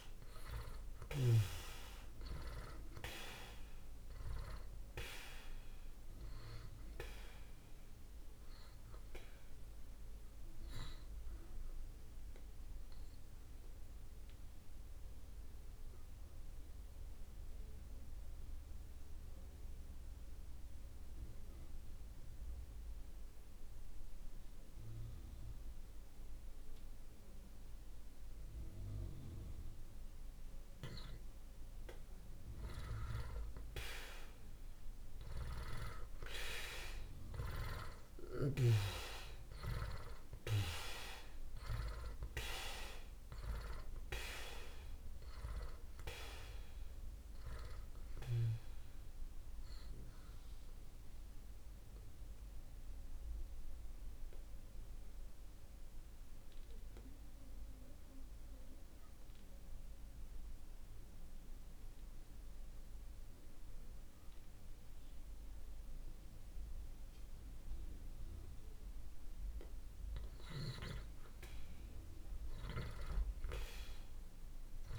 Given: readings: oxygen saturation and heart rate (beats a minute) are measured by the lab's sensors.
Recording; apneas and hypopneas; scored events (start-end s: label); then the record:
breathing in sleep by a room microphone; 2
0.00-28.00 s: oxygen desaturation (device-marked, oxygen 76% lowest)
11.50-30.50 s: obstructive apnea (oxygen 96% before, 75% lowest)
37.50-41.50 s: arousal
41.00-71.00 s: oxygen desaturation (device-marked, oxygen 95% before, 75% lowest)
49.50-69.00 s: obstructive apnea (oxygen 95% before, 75% lowest)
71.50-74.99 s: arousal
From the record:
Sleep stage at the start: N2 (light sleep); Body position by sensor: on the back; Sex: male